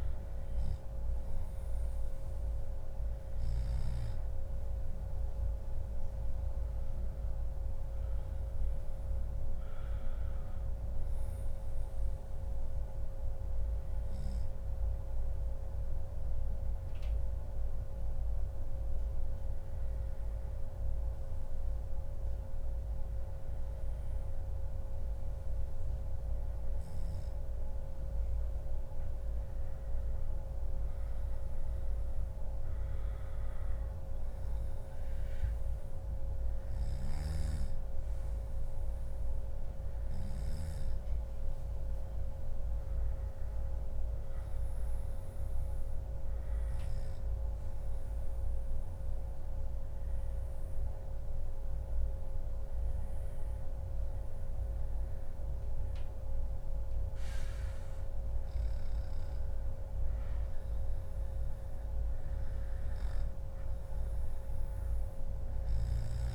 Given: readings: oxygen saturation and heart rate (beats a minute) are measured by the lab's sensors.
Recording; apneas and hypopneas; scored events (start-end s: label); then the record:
breathing in sleep, hard to hear, by a room microphone; 2
2.00-6.00 s: arousal
10.50-12.50 s: long interval between heartbeats (device-marked, heart rate 142 before, 132 extreme)
11.50-26.50 s: hypopnea (oxygen 96% before, 94% lowest, heart rate 142 before, 95 extreme, up 28 after)
28.50-32.00 s: arousal
47.00-57.50 s: obstructive apnea (oxygen 96% before, 94% lowest, heart rate 142 before, 106 extreme, up 56 after)
59.00-62.00 s: arousal
From the record:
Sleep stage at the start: N2 (light sleep); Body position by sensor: on the back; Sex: male